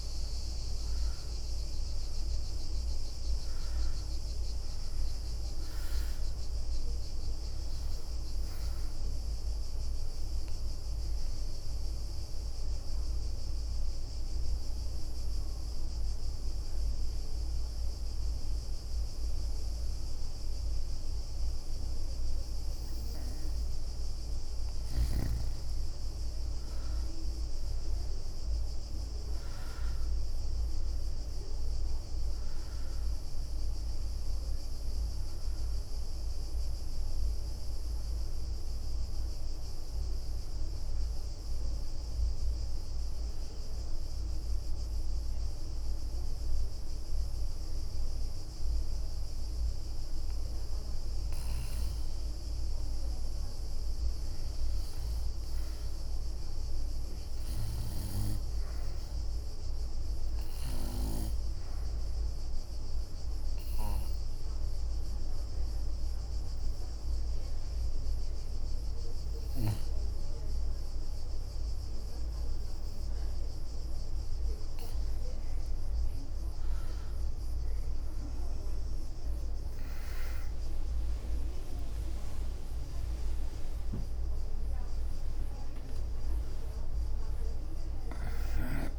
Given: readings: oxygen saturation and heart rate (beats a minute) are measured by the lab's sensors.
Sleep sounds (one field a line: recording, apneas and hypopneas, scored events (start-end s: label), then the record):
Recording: breathing in sleep, hard to hear, by a room microphone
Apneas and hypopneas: 3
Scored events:
2.00-20.00 s: oxygen desaturation (device-marked, oxygen 98% before, 91% lowest, heart rate 63 before, 59 extreme)
11.00-14.00 s: bradycardia (device-marked, heart rate 64 before, 60 extreme)
11.50-22.50 s: obstructive apnea (oxygen 98% before, 90% lowest, heart rate 67 before, 61 extreme, up 15 after)
25.50-30.00 s: arousal
35.00-48.00 s: oxygen desaturation (device-marked, oxygen 97% before, 90% lowest, heart rate 67 before, 60 extreme)
38.00-51.00 s: obstructive apnea (oxygen 98% before, 89% lowest, heart rate 69 before, 60 extreme, up 9 after)
52.50-56.00 s: arousal
59.00-73.00 s: oxygen desaturation (device-marked, oxygen 98% before, 95% lowest, heart rate 63 before, 63 extreme)
65.00-76.00 s: hypopnea (oxygen 98% before, 89% lowest, heart rate 64 before, 65 extreme, up 16 after)
75.00-88.99 s: oxygen desaturation (device-marked, oxygen 96% before, 89% lowest, heart rate 66 before, 61 extreme)
81.50-88.99 s: arousal
84.50-88.50 s: leg movement (device-marked)
From the record:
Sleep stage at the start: N2 (light sleep)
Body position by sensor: on the back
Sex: female